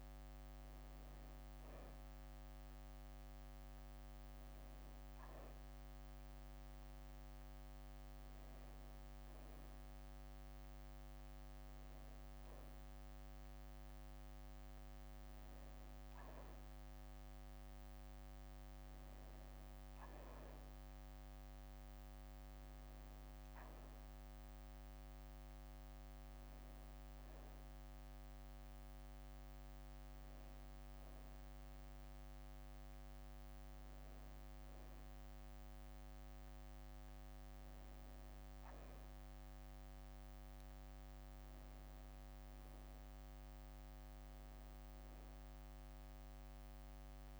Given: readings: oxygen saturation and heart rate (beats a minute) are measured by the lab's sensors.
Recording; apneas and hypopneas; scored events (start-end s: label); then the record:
a person awake in a sleep study, hard to hear, by a microphone on the trachea; none
none scored
From the record:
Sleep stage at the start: awake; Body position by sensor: on the back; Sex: female